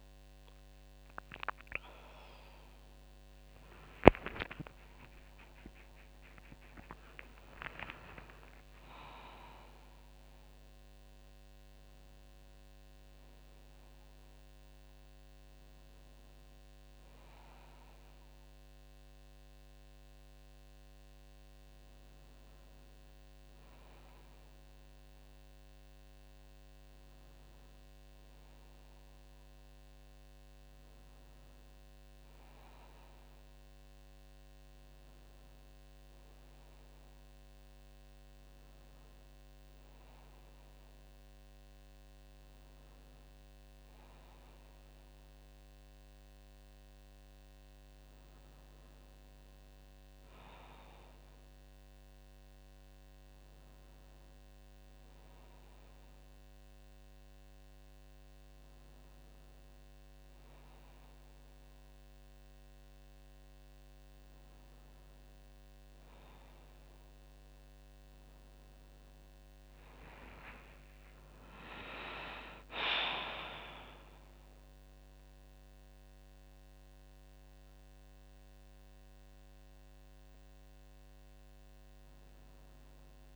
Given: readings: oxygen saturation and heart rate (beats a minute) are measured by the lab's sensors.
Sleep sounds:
breathing in sleep by a microphone on the trachea; none
1.00-6.50 s: arousal
70.00-74.00 s: arousal
From the record:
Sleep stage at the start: N2 (light sleep); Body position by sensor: on the back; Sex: female

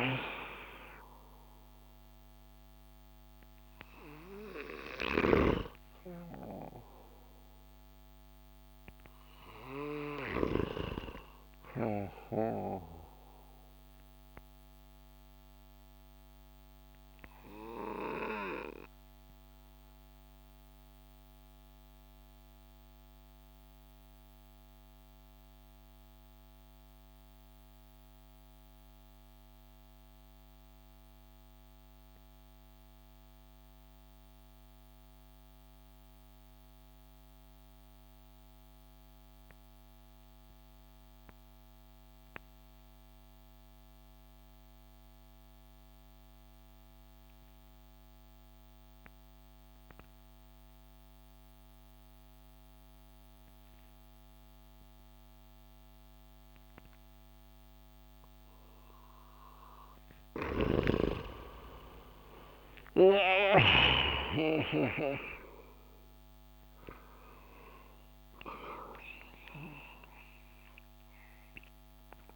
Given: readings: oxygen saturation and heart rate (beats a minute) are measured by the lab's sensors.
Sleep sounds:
breathing in sleep by a microphone on the trachea; 1
0.00-1.50 s: oxygen desaturation (device-marked, oxygen 89% lowest)
0.00-10.00 s: snoring (device-marked)
14.00-58.50 s: mixed apnea (oxygen 94% before, 87% lowest)
41.50-72.36 s: oxygen desaturation (device-marked, oxygen 98% before, 90% lowest)
60.00-63.50 s: snoring (device-marked)
60.50-65.50 s: arousal
From the record:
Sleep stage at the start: N2 (light sleep); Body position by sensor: on the back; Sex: male

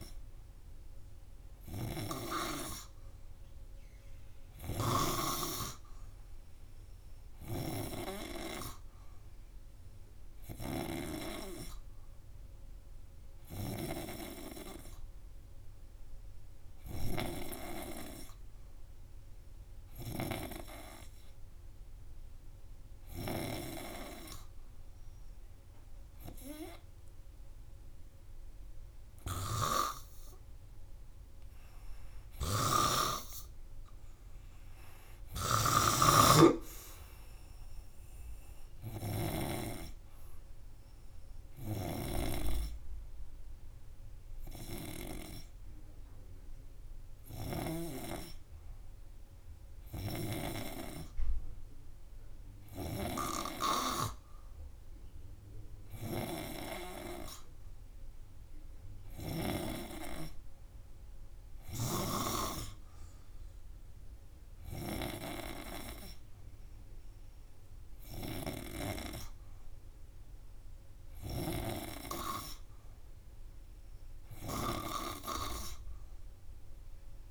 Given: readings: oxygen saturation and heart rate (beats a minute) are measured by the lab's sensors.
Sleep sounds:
breathing in sleep by a room microphone; none
32.50-36.00 s: snoring (device-marked)
From the record:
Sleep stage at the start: N2 (light sleep); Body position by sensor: on the front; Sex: male

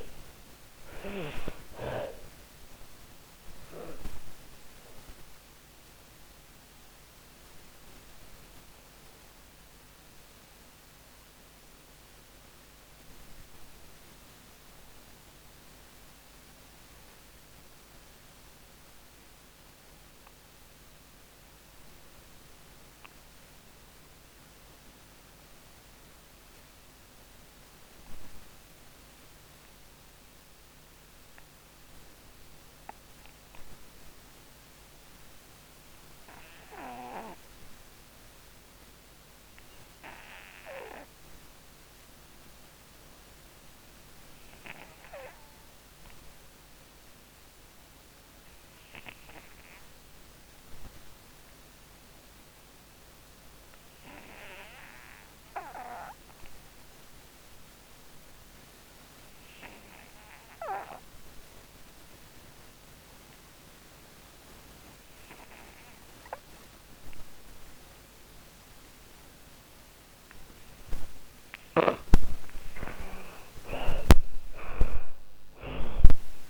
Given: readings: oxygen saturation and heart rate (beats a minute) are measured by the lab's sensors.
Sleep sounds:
breathing in sleep by a microphone on the trachea; 1
0.00-25.50 s: oxygen desaturation (device-marked, oxygen 63% lowest, heart rate 39 extreme)
2.00-68.00 s: obstructive apnea (oxygen 87% before, 55% lowest, heart rate 62 before, 39 extreme)
39.50-76.50 s: oxygen desaturation (device-marked, oxygen 95% before, 55% lowest, heart rate 53 before, 40 extreme)
70.00-76.50 s: arousal
74.00-76.50 s: snoring (device-marked)
From the record:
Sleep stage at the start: REM sleep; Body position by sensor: on the back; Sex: female

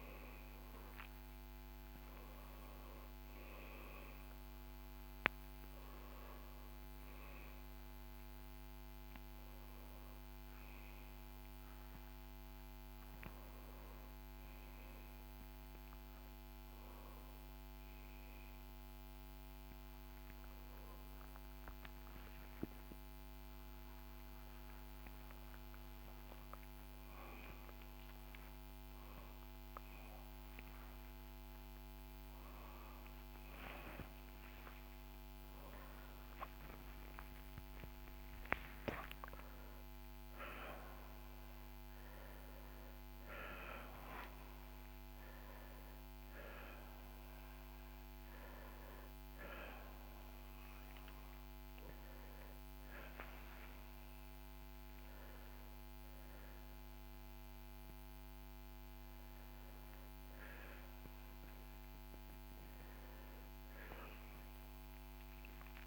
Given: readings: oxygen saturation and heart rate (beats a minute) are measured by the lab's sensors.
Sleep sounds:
a person awake in a sleep study, hard to hear, by a microphone on the trachea; none
25.00-30.00 s: oxygen desaturation (device-marked, oxygen 95% before, 92% lowest, heart rate 82 before, 71 extreme)
From the record:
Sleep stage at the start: awake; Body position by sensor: upright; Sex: male

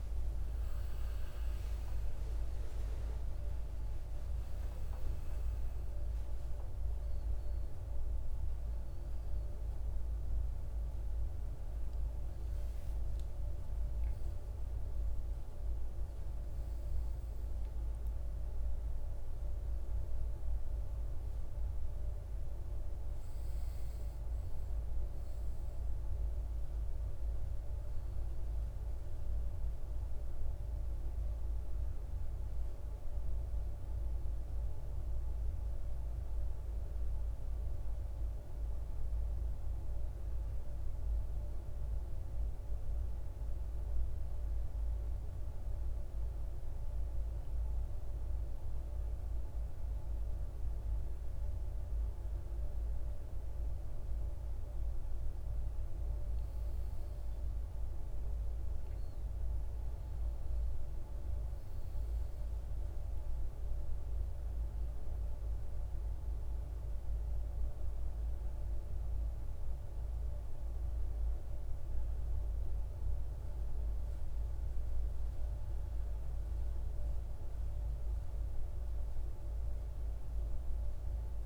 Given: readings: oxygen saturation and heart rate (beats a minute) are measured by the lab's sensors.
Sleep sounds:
breathing in sleep, hard to hear, by a room microphone; none
11.00-15.50 s: arousal
14.00-74.00 s: new sleep stage, N1 (lightest sleep)
74.00-81.45 s: new sleep stage, awake
From the record:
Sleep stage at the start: N2 (light sleep); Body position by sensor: on the right side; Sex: male

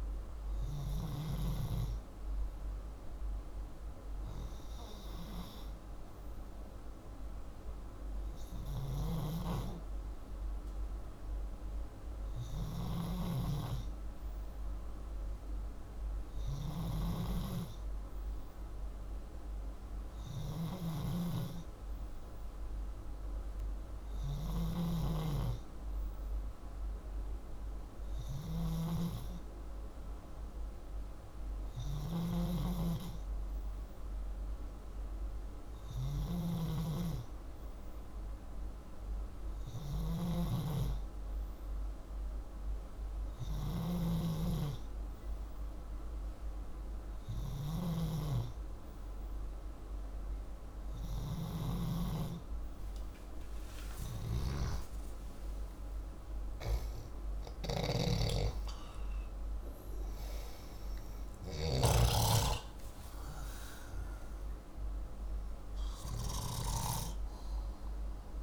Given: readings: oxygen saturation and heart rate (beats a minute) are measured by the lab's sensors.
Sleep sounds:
breathing in sleep by a room microphone; none
8.00-61.00 s: snoring (device-marked)
53.50-61.00 s: arousal
From the record:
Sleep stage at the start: N2 (light sleep); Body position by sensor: upright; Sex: male

